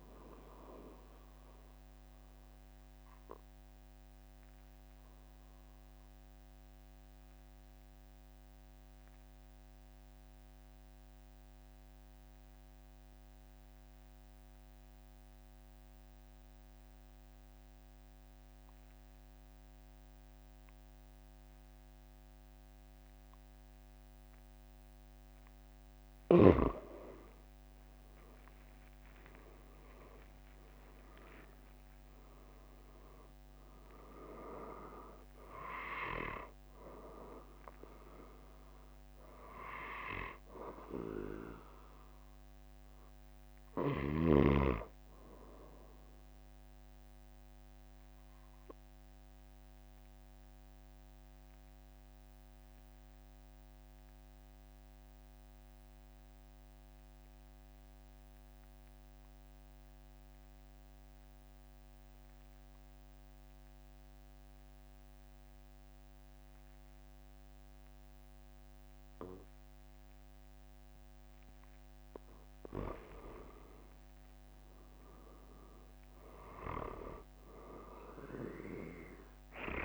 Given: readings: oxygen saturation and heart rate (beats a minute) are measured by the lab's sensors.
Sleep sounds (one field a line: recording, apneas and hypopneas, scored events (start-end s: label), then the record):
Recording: breathing in sleep by a microphone on the trachea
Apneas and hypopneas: 2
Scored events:
1.50-26.00 s: obstructive apnea (oxygen 97% before, 92% lowest, heart rate 45 before, 41 extreme, up 7 after)
29.00-33.00 s: arousal
48.00-72.50 s: mixed apnea (oxygen 97% before, 92% lowest, heart rate 47 before, 42 extreme, up 5 after)
74.50-79.00 s: arousal
From the record:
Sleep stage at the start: N2 (light sleep)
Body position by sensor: on the back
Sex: male